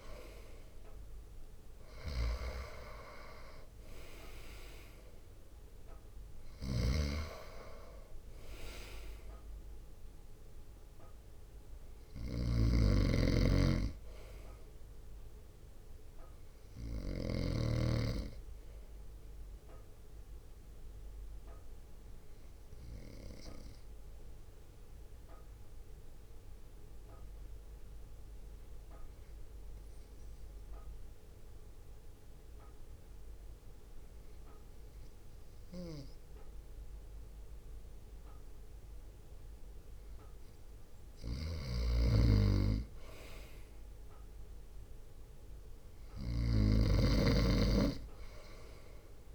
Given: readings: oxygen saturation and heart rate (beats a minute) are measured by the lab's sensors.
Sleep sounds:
breathing in sleep by a room microphone; 1
0.00-3.50 s: arousal
0.00-15.50 s: drop in pulse transit time (device-marked, heart rate 53 extreme)
6.50-17.50 s: snoring (device-marked)
20.50-39.50 s: obstructive apnea (oxygen 96% before, 94% lowest, heart rate 57 before, 45 extreme, up 4 after)
41.50-49.35 s: snoring (device-marked)
44.50-48.00 s: arousal
44.50-49.35 s: drop in pulse transit time (device-marked, heart rate 55 before, 45 extreme)
From the record:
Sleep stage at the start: N2 (light sleep); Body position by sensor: on the front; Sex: male

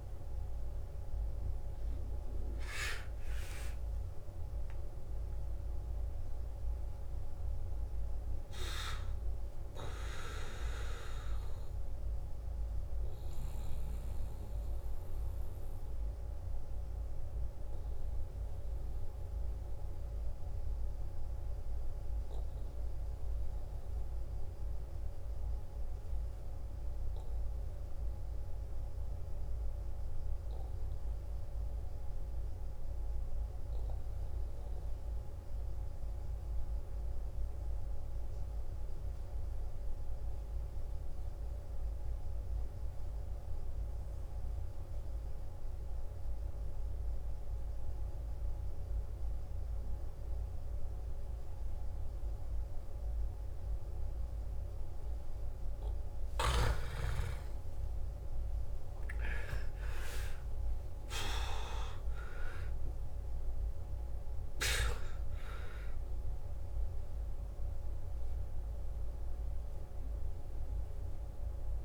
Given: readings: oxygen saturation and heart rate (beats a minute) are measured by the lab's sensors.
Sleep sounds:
breathing in sleep by a room microphone; 1
0.00-23.50 s: oxygen desaturation (device-marked, oxygen 90% lowest, heart rate 52 extreme)
14.50-55.50 s: obstructive apnea (oxygen 98% before, 85% lowest, heart rate 64 before, 52 extreme, up 12 after)
38.50-71.85 s: oxygen desaturation (device-marked, oxygen 98% before, 85% lowest, heart rate 53 before, 56 extreme)
57.00-61.50 s: arousal
From the record:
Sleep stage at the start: N2 (light sleep); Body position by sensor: on the back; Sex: male

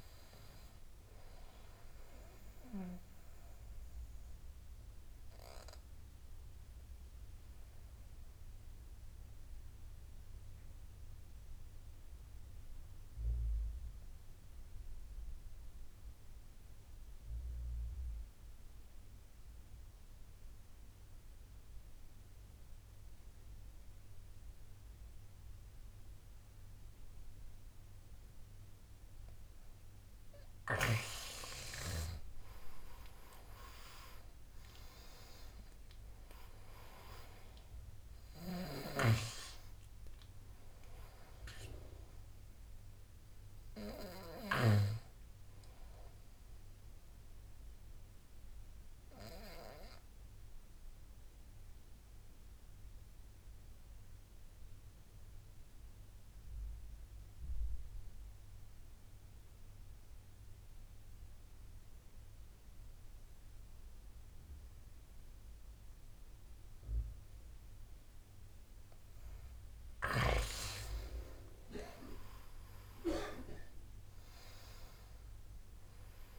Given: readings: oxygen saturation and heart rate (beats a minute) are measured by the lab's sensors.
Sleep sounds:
breathing in sleep by a room microphone; 2
0.00-20.50 s: oxygen desaturation (device-marked, oxygen 91% lowest, heart rate 68 extreme)
4.00-30.00 s: obstructive apnea (oxygen 98% before, 89% lowest, heart rate 79 before, 68 extreme, up 9 after)
30.50-46.50 s: oxygen desaturation (device-marked, oxygen 99% before, 89% lowest, heart rate 70 before, 69 extreme)
34.00-38.00 s: arousal
48.00-67.50 s: obstructive apnea (oxygen 99% before, 89% lowest, heart rate 75 before, 68 extreme, up 11 after)
71.00-75.00 s: arousal
72.50-76.39 s: oxygen desaturation (device-marked, oxygen 99% before, 89% lowest, heart rate 71 before, 64 extreme)
From the record:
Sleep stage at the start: N2 (light sleep); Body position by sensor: on the front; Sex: male

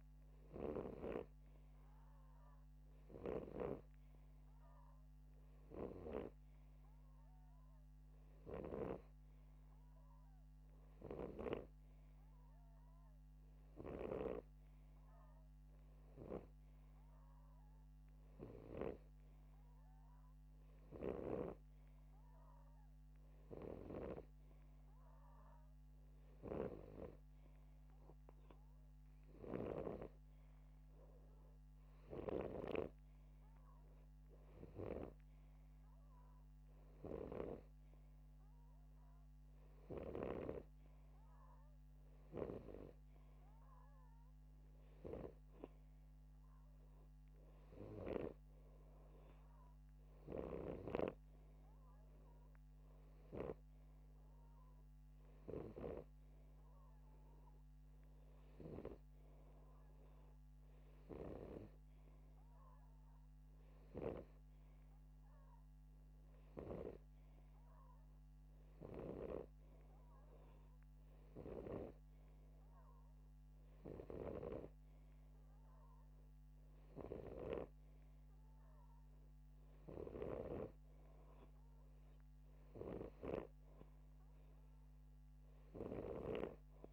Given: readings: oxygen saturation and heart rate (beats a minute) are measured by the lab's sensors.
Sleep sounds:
breathing in sleep by a microphone on the trachea; none
3.50-7.00 s: snoring (device-marked)
11.50-15.00 s: snoring (device-marked)
21.50-30.50 s: snoring (device-marked)
32.50-41.00 s: snoring (device-marked)
51.00-65.00 s: snoring (device-marked)
74.50-86.93 s: snoring (device-marked)
From the record:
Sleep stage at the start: N2 (light sleep); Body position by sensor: upright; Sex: male

